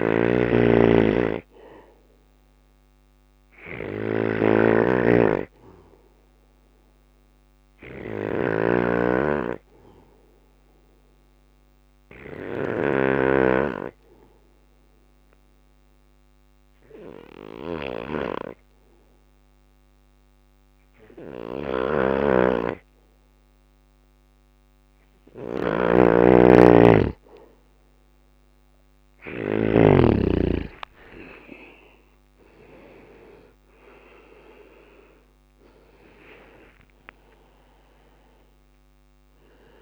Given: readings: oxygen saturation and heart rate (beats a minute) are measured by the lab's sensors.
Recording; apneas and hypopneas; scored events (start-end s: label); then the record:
breathing in sleep by a microphone on the trachea; 1
0.00-2.00 s: arousal
0.00-11.50 s: snoring (device-marked)
0.00-27.00 s: bradycardia (device-marked, heart rate 56 extreme)
2.00-15.00 s: oxygen desaturation (device-marked, oxygen 98% before, 95% lowest, heart rate 58 before, 56 extreme)
13.00-24.50 s: obstructive apnea (oxygen 99% before, 92% lowest, heart rate 58 before, 56 extreme, up 15 after)
20.50-28.50 s: snoring (device-marked)
29.00-34.50 s: arousal
30.00-32.00 s: long interval between heartbeats (device-marked, heart rate 58 before, 69 extreme)
30.00-39.82 s: oxygen desaturation (device-marked, oxygen 96% before, 92% lowest, heart rate 58 before, 57 extreme)
31.00-39.82 s: drop in pulse transit time (device-marked, heart rate 59 before, 58 extreme)
From the record:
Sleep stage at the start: N2 (light sleep); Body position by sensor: on the back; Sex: male